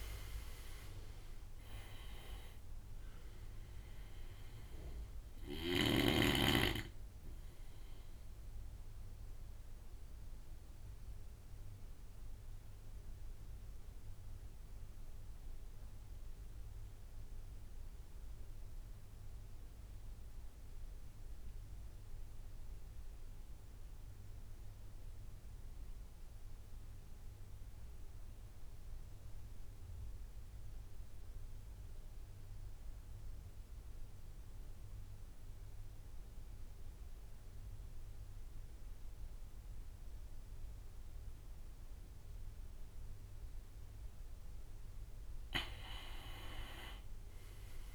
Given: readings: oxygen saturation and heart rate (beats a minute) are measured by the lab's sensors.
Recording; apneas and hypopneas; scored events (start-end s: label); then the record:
breathing in sleep by a room microphone; 1
0.00-1.00 s: arousal
0.00-16.50 s: oxygen desaturation (device-marked, oxygen 83% lowest)
7.50-43.00 s: mixed apnea (oxygen 95% before, 82% lowest)
32.50-47.95 s: oxygen desaturation (device-marked, oxygen 97% before, 82% lowest)
45.50-47.95 s: arousal
From the record:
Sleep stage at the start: N2 (light sleep); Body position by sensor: on the right side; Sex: male